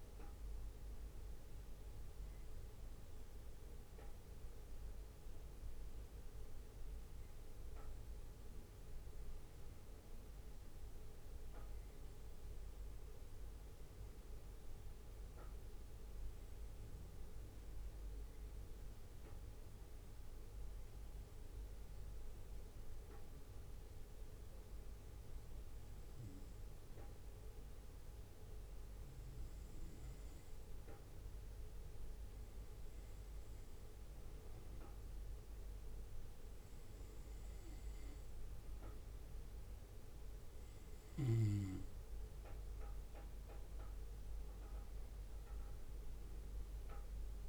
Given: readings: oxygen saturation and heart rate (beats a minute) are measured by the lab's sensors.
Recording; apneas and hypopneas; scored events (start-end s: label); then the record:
breathing in sleep, hard to hear, by a room microphone; 1
0.00-28.50 s: bradycardia (device-marked, heart rate 56 extreme)
13.00-29.00 s: hypopnea (oxygen 98% before, 95% lowest, heart rate 58 before, 58 extreme, up 2 after)
31.50-35.00 s: arousal
32.50-37.50 s: bradycardia (device-marked, heart rate 59 before, 59 extreme)
43.50-47.49 s: bradycardia (device-marked, heart rate 59 before, 59 extreme)
From the record:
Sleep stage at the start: N2 (light sleep); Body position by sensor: on the back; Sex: male